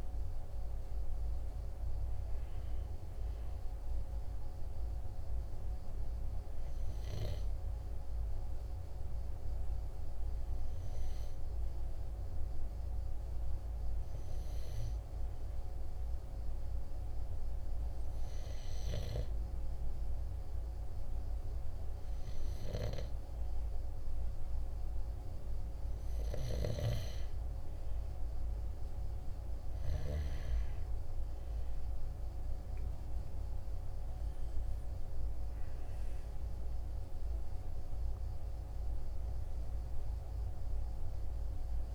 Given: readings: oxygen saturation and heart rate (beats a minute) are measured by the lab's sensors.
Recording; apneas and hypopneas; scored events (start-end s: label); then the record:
breathing in sleep, hard to hear, by a room microphone; 1
5.00-25.50 s: hypopnea (oxygen 97% before, 94% lowest, heart rate 47 before, 45 extreme, up 4 after)
28.50-33.00 s: arousal
From the record:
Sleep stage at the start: N2 (light sleep); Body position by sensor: on the right side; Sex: male